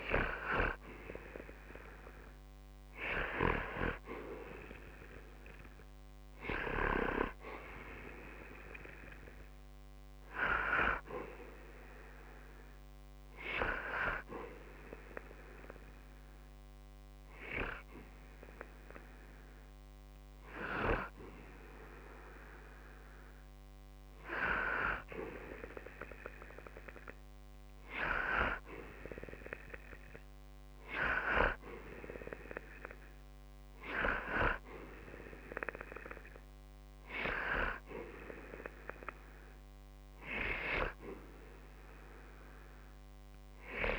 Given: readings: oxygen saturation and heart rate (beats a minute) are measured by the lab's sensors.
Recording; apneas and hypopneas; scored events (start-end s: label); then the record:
breathing in sleep by a microphone on the trachea; 1
6.50-10.50 s: arousal
13.00-25.50 s: hypopnea (oxygen 93% before, 91% lowest, heart rate 64 before, 60 extreme, up 0 after)
28.50-32.00 s: arousal
From the record:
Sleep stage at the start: N2 (light sleep); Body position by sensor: on the back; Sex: male